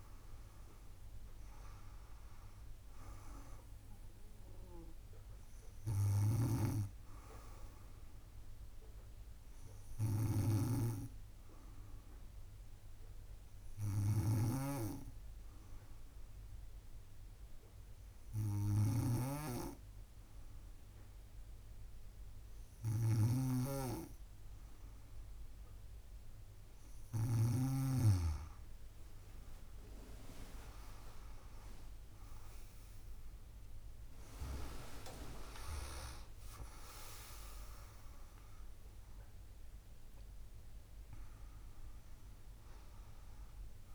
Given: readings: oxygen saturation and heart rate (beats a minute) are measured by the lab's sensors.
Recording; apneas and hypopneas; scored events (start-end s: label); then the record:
a person awake in a sleep study, by a room microphone; none
0.00-9.00 s: drop in pulse transit time (device-marked, heart rate 68 extreme)
14.50-27.50 s: snoring (device-marked)
19.00-43.95 s: new sleep stage, awake
28.50-33.50 s: leg movement (device-marked)
34.00-38.00 s: leg movement (device-marked)
35.00-43.95 s: drop in pulse transit time (device-marked, heart rate 69 before, 78 extreme)
From the record:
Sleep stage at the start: N2 (light sleep); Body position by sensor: on the back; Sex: female